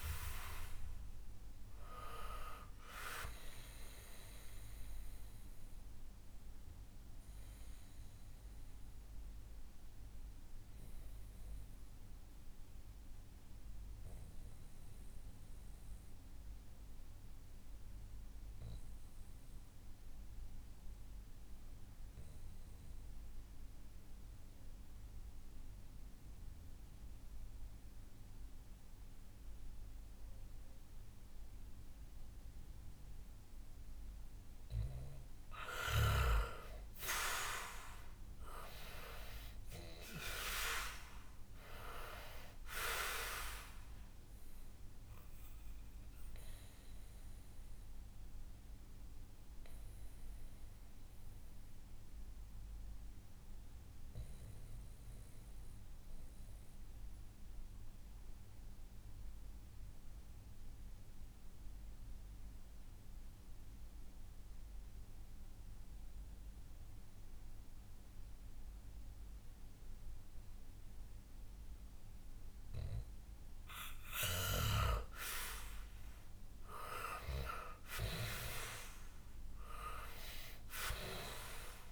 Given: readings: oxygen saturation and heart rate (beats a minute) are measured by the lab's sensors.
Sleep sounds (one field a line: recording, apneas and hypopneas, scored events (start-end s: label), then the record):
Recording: breathing in sleep by a room microphone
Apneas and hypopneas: 2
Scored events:
0.00-19.50 s: oxygen desaturation (device-marked, oxygen 91% lowest, heart rate 61 extreme)
6.00-34.50 s: mixed apnea (oxygen 98% before, 89% lowest, heart rate 69 before, 60 extreme, up 7 after)
35.00-39.00 s: arousal
35.50-62.50 s: oxygen desaturation (device-marked, oxygen 98% before, 89% lowest, heart rate 66 before, 60 extreme)
45.00-73.00 s: obstructive apnea (oxygen 98% before, 89% lowest, heart rate 68 before, 60 extreme, up 6 after)
76.00-79.50 s: arousal
79.50-81.92 s: oxygen desaturation (device-marked, oxygen 97% before, 91% lowest, heart rate 66 before, 62 extreme)
From the record:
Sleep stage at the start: N2 (light sleep)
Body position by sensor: on the back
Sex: male